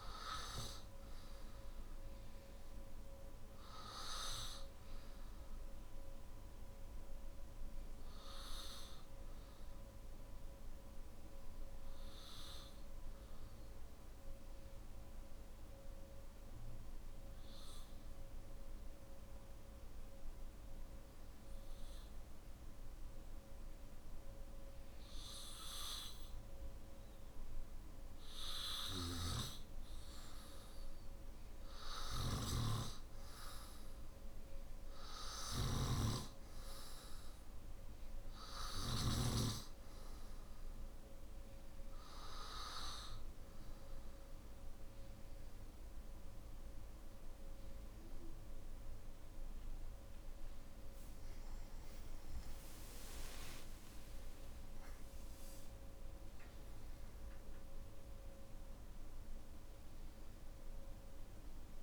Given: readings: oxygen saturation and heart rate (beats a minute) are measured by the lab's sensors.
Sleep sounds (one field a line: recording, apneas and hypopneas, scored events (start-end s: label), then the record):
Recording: breathing in sleep by a room microphone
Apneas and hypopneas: 1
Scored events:
0.00-16.00 s: oxygen desaturation (device-marked, oxygen 91% lowest, heart rate 50 extreme)
9.00-27.50 s: obstructive apnea (oxygen 97% before, 92% lowest, heart rate 57 before, 50 extreme, up 6 after)
35.00-45.00 s: oxygen desaturation (device-marked, oxygen 97% before, 92% lowest, heart rate 53 before, 53 extreme)
From the record:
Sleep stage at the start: N3 (deep sleep)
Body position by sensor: on the back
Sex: male